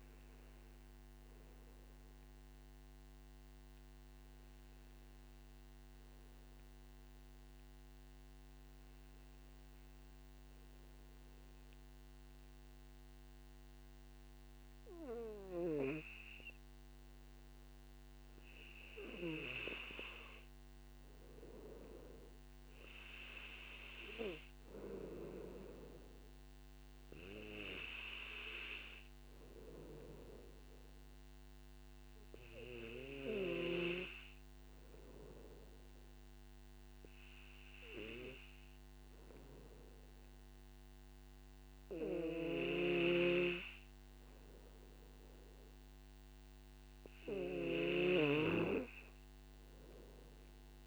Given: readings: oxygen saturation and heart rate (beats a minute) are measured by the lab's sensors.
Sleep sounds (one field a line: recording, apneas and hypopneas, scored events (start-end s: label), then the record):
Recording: breathing in sleep by a microphone on the trachea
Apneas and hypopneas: 1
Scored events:
0.00-11.00 s: oxygen desaturation (device-marked, oxygen 93% lowest, heart rate 51 extreme)
3.50-19.00 s: obstructive apnea (oxygen 96% before, 93% lowest, heart rate 61 before, 54 extreme, up 7 after)
21.00-24.00 s: arousal
From the record:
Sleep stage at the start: N2 (light sleep)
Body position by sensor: on the back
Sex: male